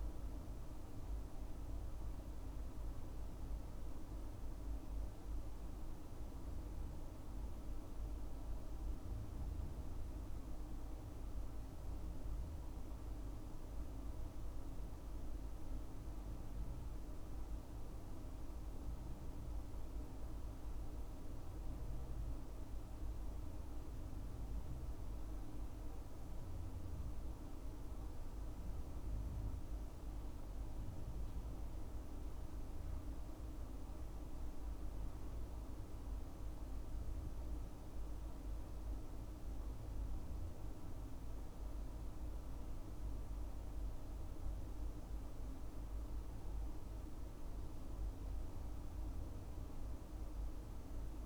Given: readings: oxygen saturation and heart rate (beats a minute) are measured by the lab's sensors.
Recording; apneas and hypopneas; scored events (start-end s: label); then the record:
breathing in sleep, hard to hear, by a room microphone; none
none scored
From the record:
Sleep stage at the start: N2 (light sleep); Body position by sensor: on the left side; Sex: male